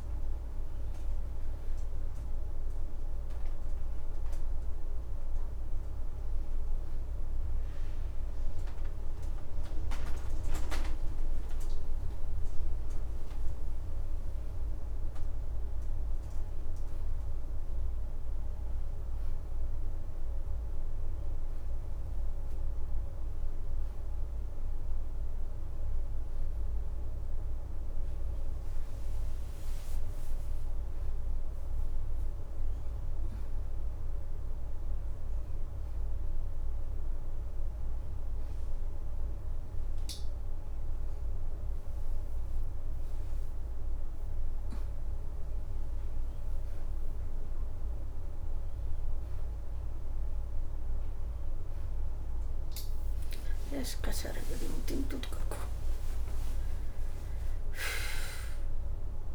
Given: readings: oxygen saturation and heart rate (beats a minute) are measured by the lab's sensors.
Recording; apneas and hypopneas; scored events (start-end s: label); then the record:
a person partly awake in a sleep study, by a room microphone; none
0.00-6.50 s: oxygen desaturation (device-marked, oxygen 92% lowest, heart rate 85 extreme)
11.50-59.35 s: new sleep stage, N1 (lightest sleep)
12.00-14.50 s: leg movement (device-marked)
28.00-33.00 s: leg movement (device-marked)
From the record:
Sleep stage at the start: awake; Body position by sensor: on the back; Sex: female